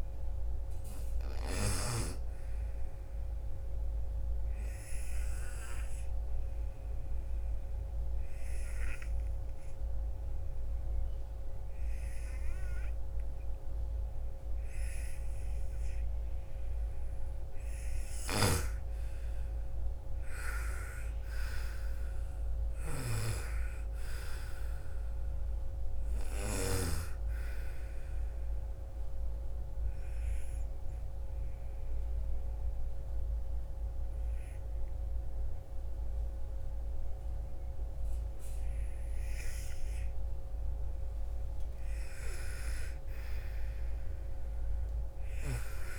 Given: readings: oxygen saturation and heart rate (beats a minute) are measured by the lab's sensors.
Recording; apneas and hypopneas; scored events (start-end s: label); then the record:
breathing in sleep by a room microphone; 2
3.50-17.00 s: obstructive apnea (oxygen 98% before, 88% lowest, heart rate 61 before, 39 extreme, up 27 after)
12.50-37.50 s: oxygen desaturation (device-marked, oxygen 98% before, 88% lowest, heart rate 59 before, 44 extreme)
17.50-26.00 s: snoring (device-marked)
20.50-24.50 s: arousal
28.50-39.50 s: obstructive apnea (oxygen 98% before, 88% lowest, heart rate 55 before, 55 extreme, up 11 after)
43.50-45.98 s: arousal
From the record:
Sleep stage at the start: N2 (light sleep); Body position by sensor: on the right side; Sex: female